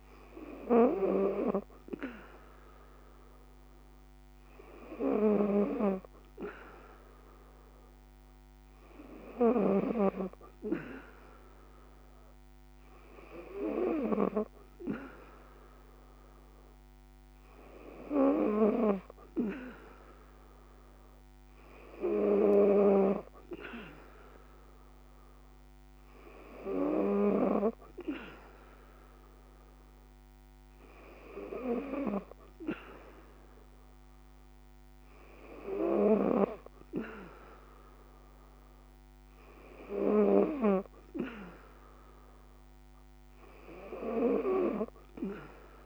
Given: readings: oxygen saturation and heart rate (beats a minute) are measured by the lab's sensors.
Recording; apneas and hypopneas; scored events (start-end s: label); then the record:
breathing in sleep by a microphone on the trachea; none
none scored
From the record:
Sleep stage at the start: N3 (deep sleep); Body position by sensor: on the back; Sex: female